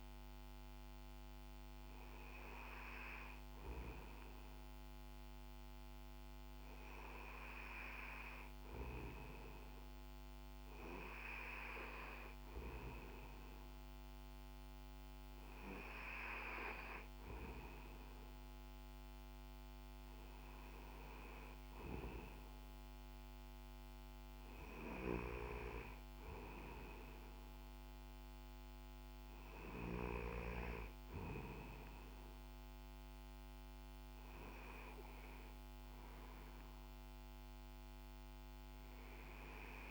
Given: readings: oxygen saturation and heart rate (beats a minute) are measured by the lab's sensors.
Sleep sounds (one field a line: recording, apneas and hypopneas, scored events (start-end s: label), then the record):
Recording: breathing in sleep by a microphone on the trachea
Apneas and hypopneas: none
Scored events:
none scored
From the record:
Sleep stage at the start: N2 (light sleep)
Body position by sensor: on the back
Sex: male